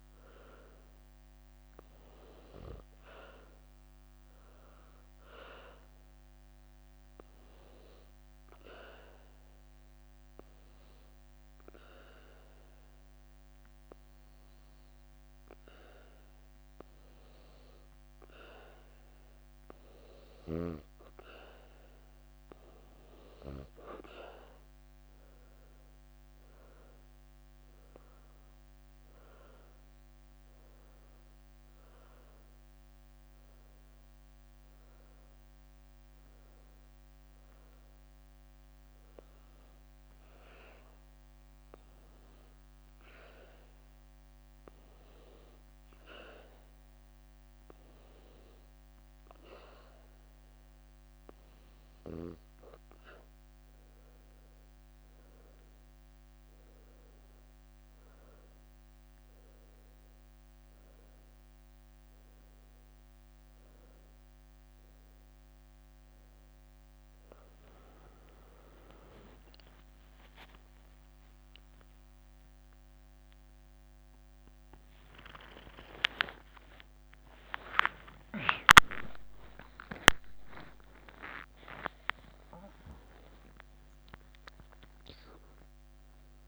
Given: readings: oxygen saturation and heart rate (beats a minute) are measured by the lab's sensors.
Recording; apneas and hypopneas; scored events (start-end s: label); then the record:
breathing in sleep by a microphone on the trachea; 2
0.00-3.00 s: leg movement (device-marked)
5.50-17.50 s: hypopnea (oxygen 98% before, 93% lowest, heart rate 68 before, 63 extreme, up 7 after)
11.50-21.50 s: leg movement (device-marked)
25.00-29.00 s: arousal
42.50-50.00 s: leg movement (device-marked)
53.50-64.50 s: hypopnea (oxygen 96% before, 93% lowest, heart rate 68 before, 72 extreme, up 3 after)
71.00-86.48 s: new sleep stage, N1 (lightest sleep)
75.00-84.00 s: tachycardia (device-marked, heart rate 67 before, 153 extreme)
76.00-83.00 s: arousal
76.50-78.50 s: long interval between heartbeats (device-marked, heart rate 73 before, 88 extreme)
81.00-83.00 s: long interval between heartbeats (device-marked, heart rate 82 before, 148 extreme)
From the record:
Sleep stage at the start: N2 (light sleep); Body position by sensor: on the back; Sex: female